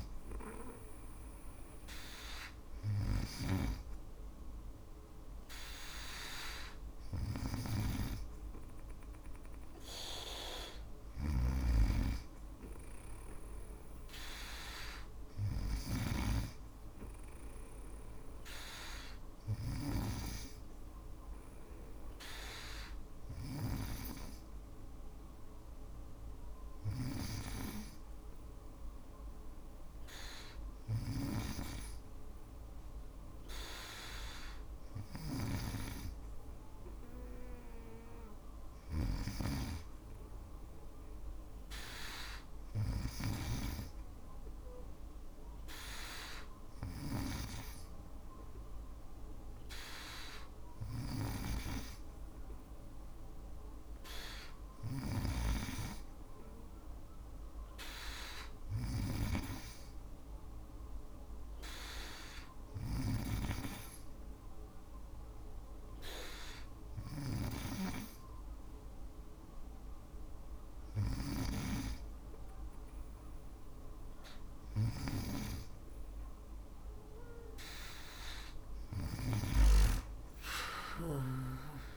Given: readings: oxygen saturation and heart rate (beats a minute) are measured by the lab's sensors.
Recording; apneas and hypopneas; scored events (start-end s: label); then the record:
breathing in sleep by a room microphone; none
0.00-81.97 s: snoring (device-marked)
From the record:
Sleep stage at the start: N2 (light sleep); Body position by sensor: on the back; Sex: female